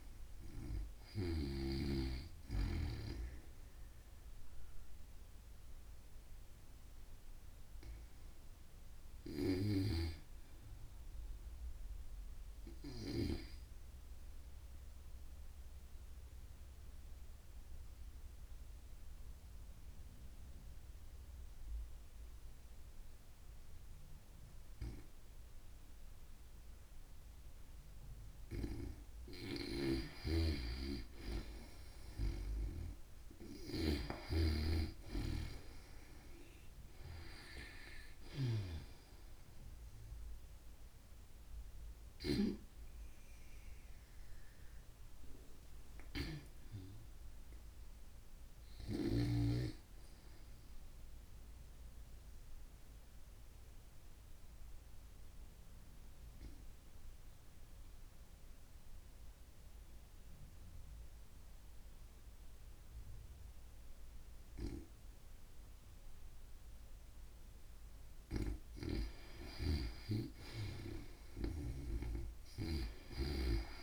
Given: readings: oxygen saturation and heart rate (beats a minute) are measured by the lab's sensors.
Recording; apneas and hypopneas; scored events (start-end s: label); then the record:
breathing in sleep by a room microphone; 2
0.00-1.00 s: snoring (device-marked)
0.00-11.50 s: oxygen desaturation (device-marked, oxygen 90% lowest, heart rate 86 extreme)
8.50-12.00 s: arousal
13.50-27.00 s: obstructive apnea (oxygen 94% before, 90% lowest, heart rate 115 before, 57 extreme, up 41 after)
28.50-37.50 s: oxygen desaturation (device-marked, oxygen 94% before, 91% lowest, heart rate 113 before, 57 extreme)
29.00-33.50 s: snoring (device-marked)
30.00-35.50 s: arousal
51.50-67.50 s: obstructive apnea (oxygen 94% before, 88% lowest, heart rate 90 before, 54 extreme, up 9 after)
64.50-73.83 s: oxygen desaturation (device-marked, oxygen 94% before, 90% lowest, heart rate 76 before, 55 extreme)
69.00-73.83 s: snoring (device-marked)
70.00-73.83 s: arousal
From the record:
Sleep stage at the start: N2 (light sleep); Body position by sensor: on the back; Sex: female